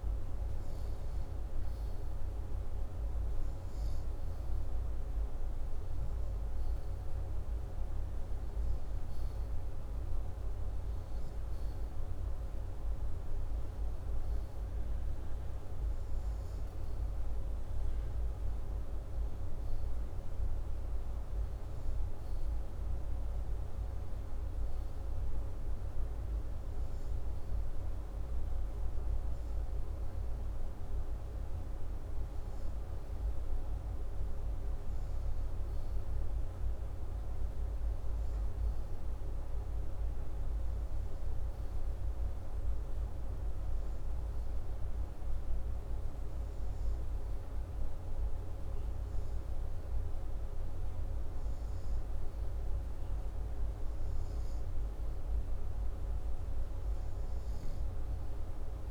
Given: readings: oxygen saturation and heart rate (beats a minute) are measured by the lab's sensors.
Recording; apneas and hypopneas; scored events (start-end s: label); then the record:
breathing in sleep, hard to hear, by a room microphone; none
none scored
From the record:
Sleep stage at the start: N2 (light sleep); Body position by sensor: upright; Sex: male